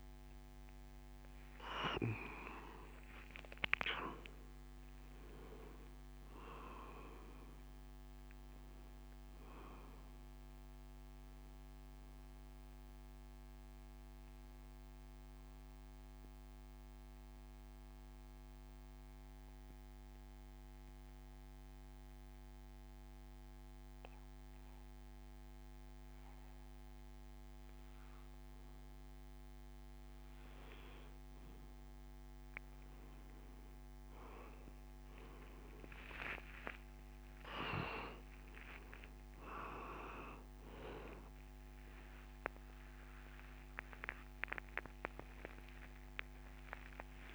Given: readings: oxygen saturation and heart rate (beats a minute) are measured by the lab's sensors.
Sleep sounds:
breathing in sleep by a microphone on the trachea; 1
0.00-2.50 s: arousal
15.50-30.50 s: obstructive apnea (oxygen 96% before, 93% lowest)
42.00-47.35 s: new sleep stage, awake
From the record:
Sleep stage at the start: N2 (light sleep); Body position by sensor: on the back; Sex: male

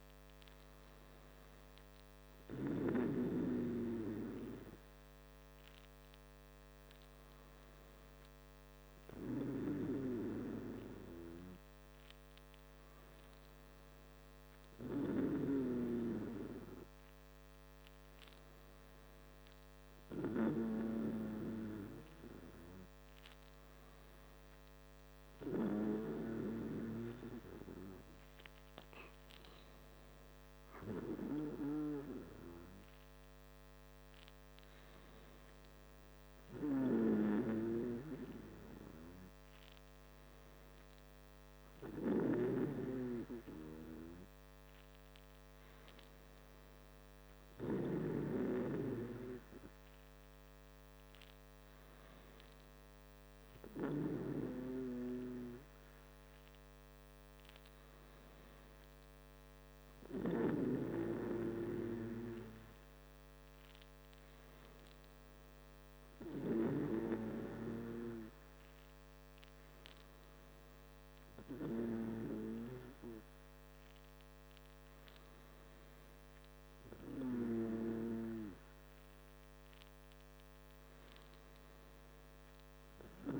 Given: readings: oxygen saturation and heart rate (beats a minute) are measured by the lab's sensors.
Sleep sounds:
breathing in sleep by a microphone on the trachea; none
none scored
From the record:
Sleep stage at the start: N2 (light sleep); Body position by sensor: on the back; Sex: male

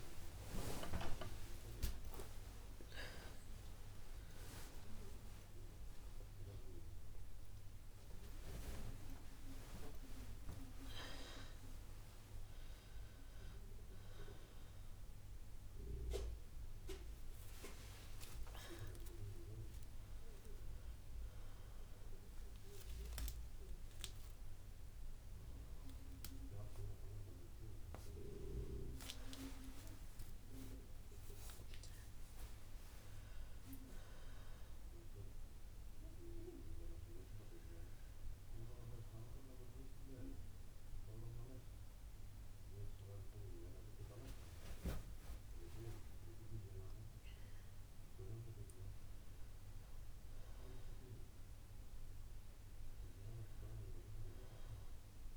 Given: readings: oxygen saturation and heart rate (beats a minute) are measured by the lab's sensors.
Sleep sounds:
a person awake in a sleep study, by a room microphone; none
21.50-38.50 s: oxygen desaturation (device-marked, oxygen 95% before, 92% lowest, heart rate 103 before, 60 extreme)
From the record:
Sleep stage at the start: awake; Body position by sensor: on the right side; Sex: female

